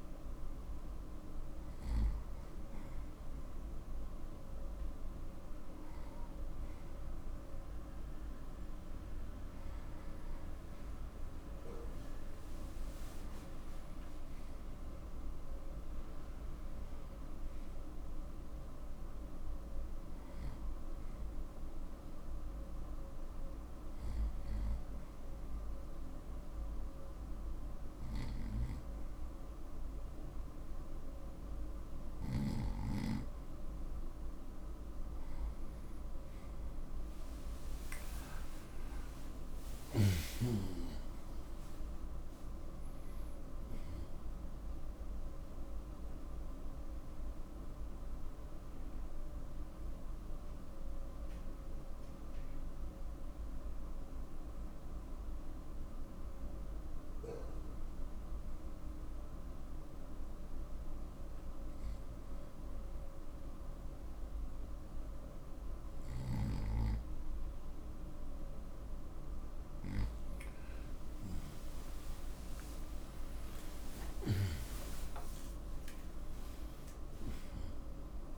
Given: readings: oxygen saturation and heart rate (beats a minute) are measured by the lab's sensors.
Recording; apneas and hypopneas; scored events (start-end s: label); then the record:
breathing in sleep, hard to hear, by a room microphone; 2
18.50-78.38 s: new sleep stage, N2 (light sleep)
23.00-35.00 s: obstructive apnea (oxygen 92% before, 88% lowest)
37.00-40.50 s: arousal
45.50-63.50 s: oxygen desaturation (device-marked, oxygen 92% before, 88% lowest)
50.50-69.50 s: hypopnea (oxygen 92% before, 88% lowest)
71.00-75.50 s: arousal
From the record:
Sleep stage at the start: N1 (lightest sleep); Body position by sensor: on the right side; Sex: male